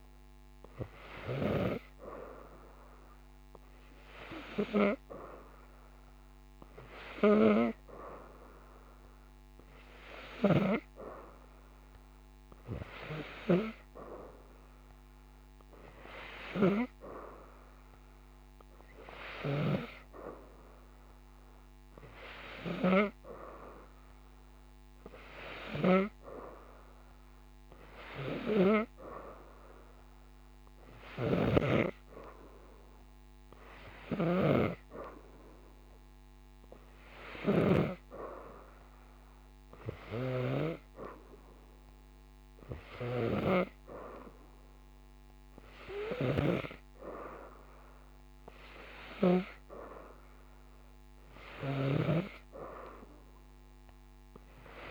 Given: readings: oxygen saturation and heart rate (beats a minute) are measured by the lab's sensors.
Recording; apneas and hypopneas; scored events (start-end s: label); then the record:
breathing in sleep by a microphone on the trachea; none
31.00-37.50 s: snoring (device-marked)
From the record:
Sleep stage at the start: N2 (light sleep); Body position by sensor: upright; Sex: female